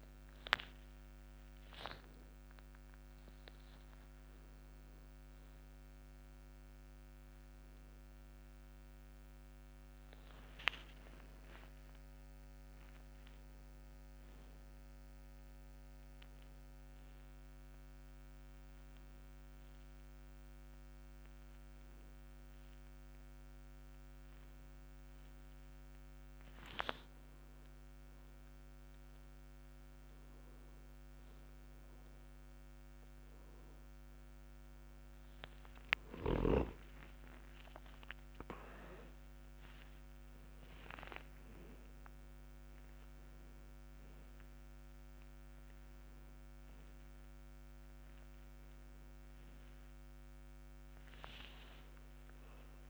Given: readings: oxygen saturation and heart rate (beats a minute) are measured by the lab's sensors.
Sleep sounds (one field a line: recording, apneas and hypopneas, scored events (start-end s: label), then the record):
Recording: a person awake in a sleep study, by a microphone on the trachea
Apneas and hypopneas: none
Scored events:
none scored
From the record:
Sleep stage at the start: awake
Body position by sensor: on the back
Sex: male